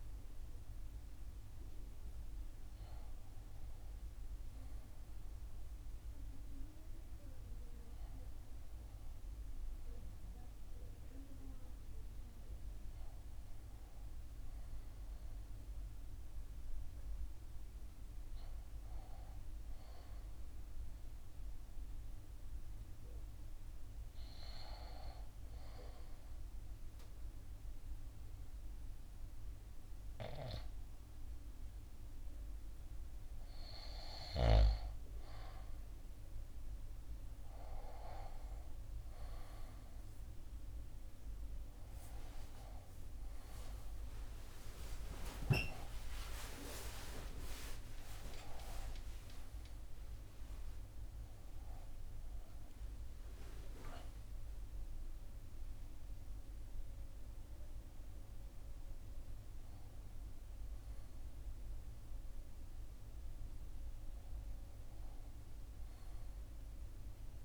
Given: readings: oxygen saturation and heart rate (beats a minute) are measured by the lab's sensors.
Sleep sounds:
a person partly awake in a sleep study, by a room microphone; 1
21.00-34.50 s: obstructive apnea (oxygen 97% before, 91% lowest, heart rate 65 before, 61 extreme, up 5 after)
36.00-66.00 s: oxygen desaturation (device-marked, oxygen 95% before, 91% lowest, heart rate 63 before, 61 extreme)
45.00-60.00 s: drop in pulse transit time (device-marked, heart rate 63 before, 69 extreme)
45.00-67.45 s: new sleep stage, awake
From the record:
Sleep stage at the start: N1 (lightest sleep); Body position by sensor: on the right side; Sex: male

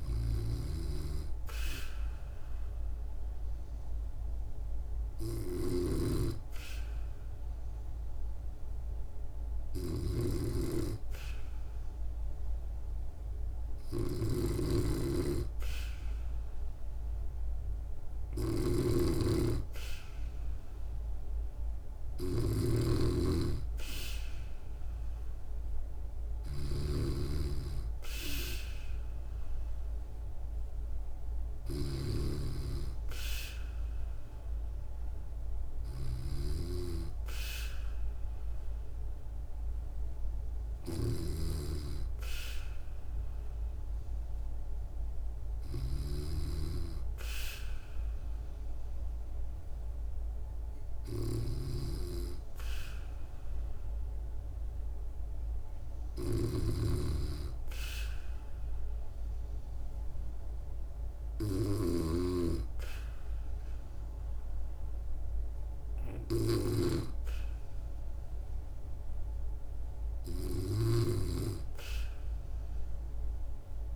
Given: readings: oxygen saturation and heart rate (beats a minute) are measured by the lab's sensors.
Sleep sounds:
breathing in sleep by a room microphone; none
0.00-73.96 s: snoring (device-marked)
From the record:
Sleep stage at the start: N2 (light sleep); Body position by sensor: on the back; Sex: female

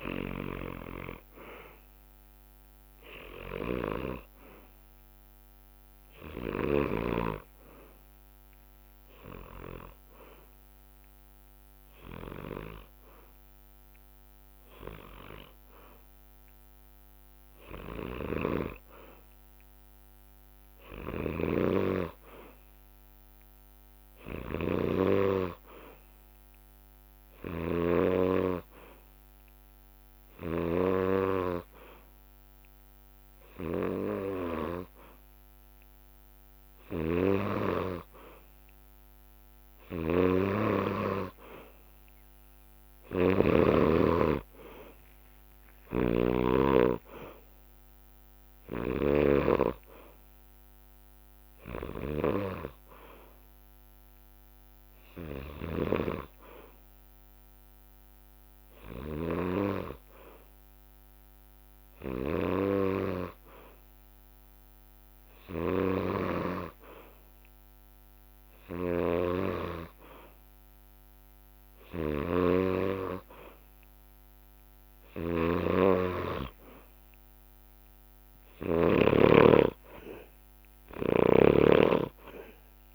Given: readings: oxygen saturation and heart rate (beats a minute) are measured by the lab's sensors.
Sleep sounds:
breathing in sleep by a microphone on the trachea; none
13.00-23.00 s: bradycardia (device-marked, heart rate 65 before, 57 extreme)
39.50-43.50 s: snoring (device-marked)
50.00-52.00 s: long interval between heartbeats (device-marked, heart rate 63 before, 69 extreme)
53.00-55.00 s: bradycardia (device-marked, heart rate 65 before, 63 extreme)
75.00-79.00 s: snoring (device-marked)
81.00-82.95 s: snoring (device-marked)
From the record:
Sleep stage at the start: N2 (light sleep); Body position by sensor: on the back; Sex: male

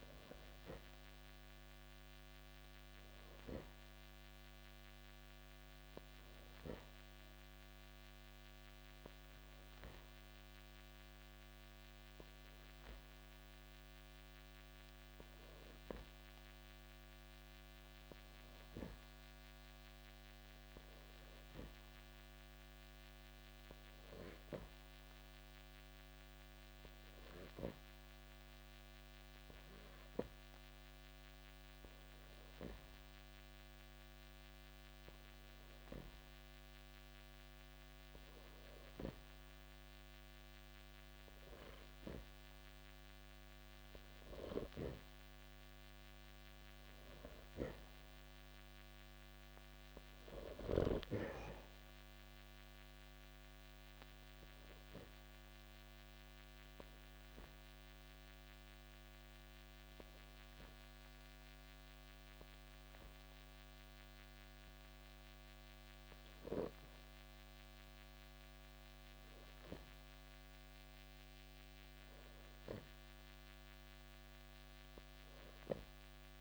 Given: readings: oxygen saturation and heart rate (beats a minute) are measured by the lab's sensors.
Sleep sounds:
breathing in sleep by a microphone on the trachea; 2
0.00-1.00 s: arousal
24.50-39.50 s: hypopnea (oxygen 92% before, 90% lowest, heart rate 79 before, 55 extreme, up 18 after)
42.00-45.00 s: arousal
58.00-69.50 s: obstructive apnea (oxygen 93% before, 90% lowest, heart rate 66 before, 55 extreme, up 0 after)
72.50-75.50 s: arousal
From the record:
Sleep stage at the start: N2 (light sleep); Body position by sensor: on the back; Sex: male

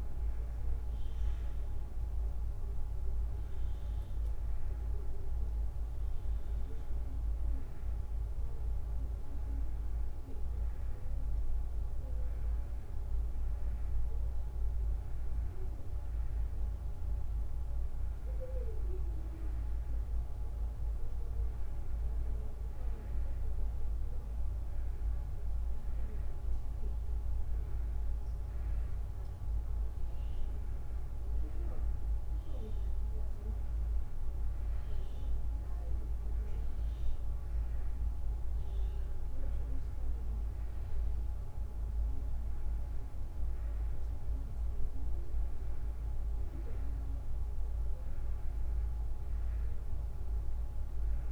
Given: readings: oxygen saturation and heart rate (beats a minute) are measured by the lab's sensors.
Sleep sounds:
breathing in sleep, hard to hear, by a room microphone; none
44.00-51.32 s: new sleep stage, N2 (light sleep)
From the record:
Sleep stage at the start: N1 (lightest sleep); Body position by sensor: on the right side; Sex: female

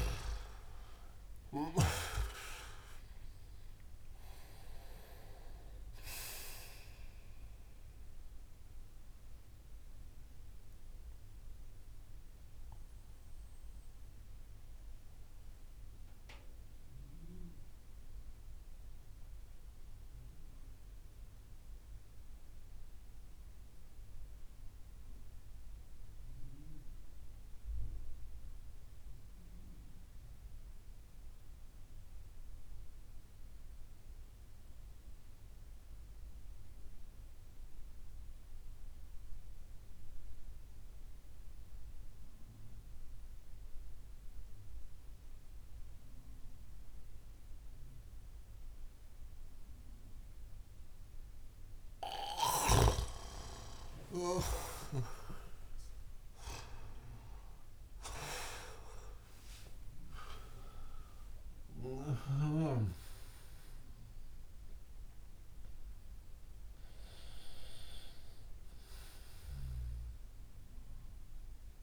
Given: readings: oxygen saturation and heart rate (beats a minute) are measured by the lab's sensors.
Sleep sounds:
breathing in sleep by a room microphone; 1
8.50-52.00 s: obstructive apnea (oxygen 98% before, 87% lowest)
18.00-29.00 s: oxygen desaturation (device-marked, oxygen 91% before, 87% lowest)
49.00-71.83 s: oxygen desaturation (device-marked, oxygen 97% before, 87% lowest)
54.50-59.50 s: arousal
From the record:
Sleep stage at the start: N2 (light sleep); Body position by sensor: on the back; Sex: male

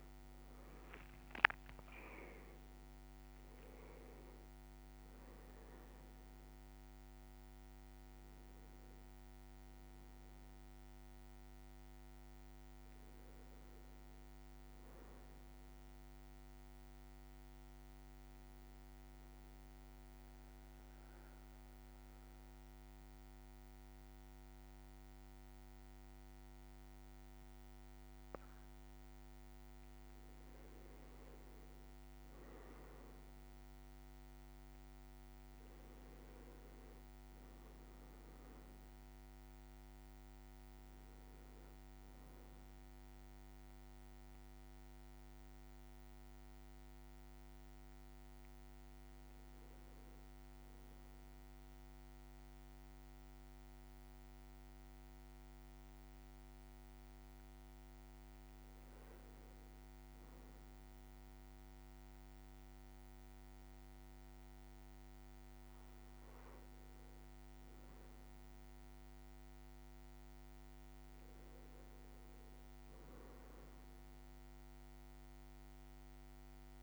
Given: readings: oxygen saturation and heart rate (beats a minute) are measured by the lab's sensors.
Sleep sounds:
a person partly awake in a sleep study, hard to hear, by a microphone on the trachea; 1
7.50-67.50 s: new sleep stage, N1 (lightest sleep)
18.50-30.00 s: central apnea (oxygen 99% before, 95% lowest, heart rate 63 before, 56 extreme, up 1 after)
35.50-40.00 s: arousal
39.50-55.50 s: oxygen desaturation (device-marked, oxygen 98% before, 95% lowest, heart rate 57 before, 55 extreme)
67.50-76.83 s: new sleep stage, N2 (light sleep)
68.00-73.00 s: arousal
From the record:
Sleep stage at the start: awake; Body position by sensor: on the back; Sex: male

